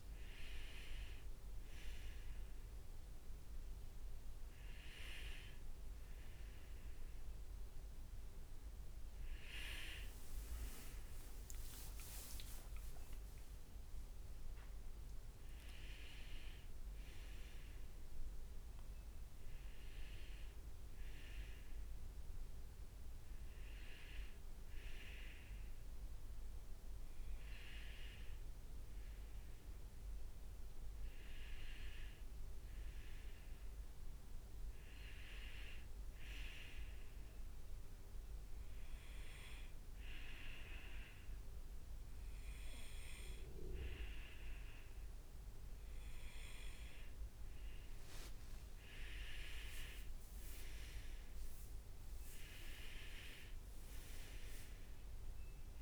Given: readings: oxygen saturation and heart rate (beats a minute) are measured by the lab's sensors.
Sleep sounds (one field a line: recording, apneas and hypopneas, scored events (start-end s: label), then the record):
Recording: a person partly awake in a sleep study, by a room microphone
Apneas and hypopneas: 1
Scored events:
3.00-55.82 s: new sleep stage, N1 (lightest sleep)
9.50-11.00 s: leg movement (device-marked)
37.00-48.50 s: hypopnea (oxygen 98% before, 94% lowest, heart rate 66 before, 61 extreme, up 7 after)
49.00-54.00 s: leg movement (device-marked)
49.50-54.00 s: arousal
From the record:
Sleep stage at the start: awake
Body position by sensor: on the right side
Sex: male